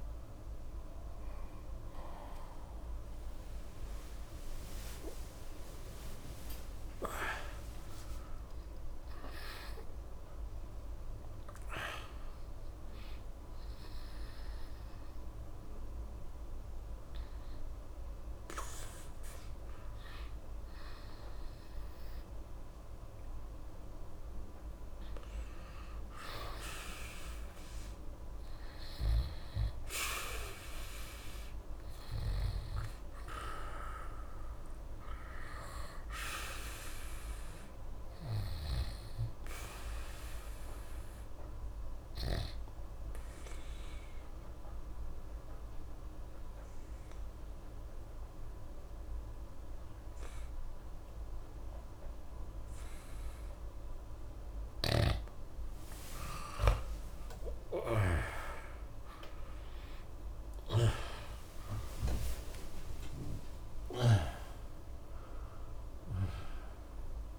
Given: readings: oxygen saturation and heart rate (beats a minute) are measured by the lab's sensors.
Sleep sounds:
a person awake in a sleep study, by a room microphone; 1
36.00-67.39 s: new sleep stage, N2 (light sleep)
43.00-55.50 s: obstructive apnea (oxygen 97% before, 90% lowest)
56.50-62.00 s: arousal
64.00-67.39 s: oxygen desaturation (device-marked, oxygen 95% before, 90% lowest)
From the record:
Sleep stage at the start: awake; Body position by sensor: on the right side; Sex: male

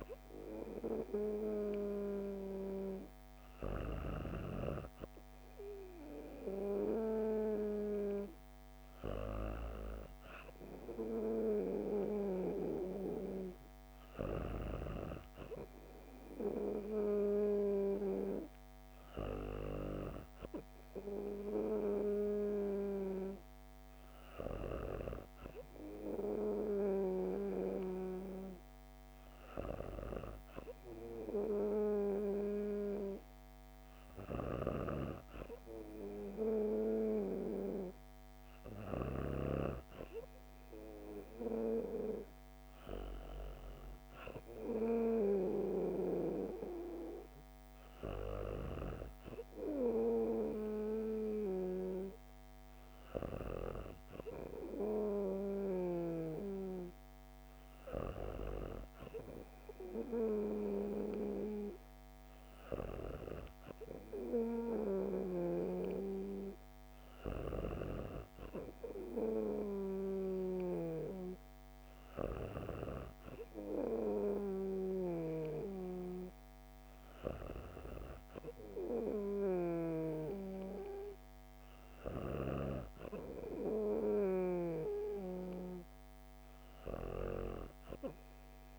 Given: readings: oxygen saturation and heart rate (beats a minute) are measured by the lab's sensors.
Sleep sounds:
breathing in sleep by a microphone on the trachea; none
0.00-4.50 s: snoring (device-marked)
34.00-39.00 s: snoring (device-marked)
From the record:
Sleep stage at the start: N2 (light sleep); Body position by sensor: on the back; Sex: female

